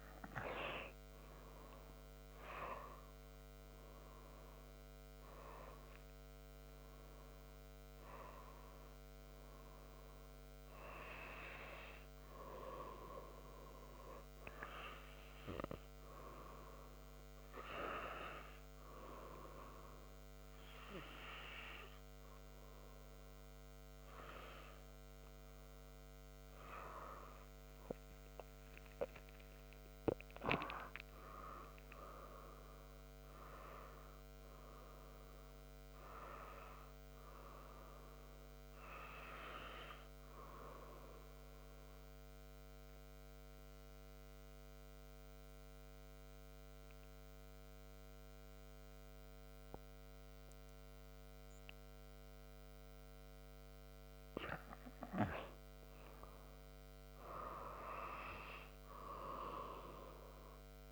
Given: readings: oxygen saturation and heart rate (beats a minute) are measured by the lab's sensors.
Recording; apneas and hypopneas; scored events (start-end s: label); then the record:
breathing in sleep by a microphone on the trachea; 1
27.00-60.92 s: new sleep stage, N2 (light sleep)
27.50-33.00 s: arousal
41.00-55.00 s: obstructive apnea (oxygen 99% before, 96% lowest, heart rate 80 before, 74 extreme)
56.50-60.50 s: arousal
From the record:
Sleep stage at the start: N1 (lightest sleep); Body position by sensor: on the right side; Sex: male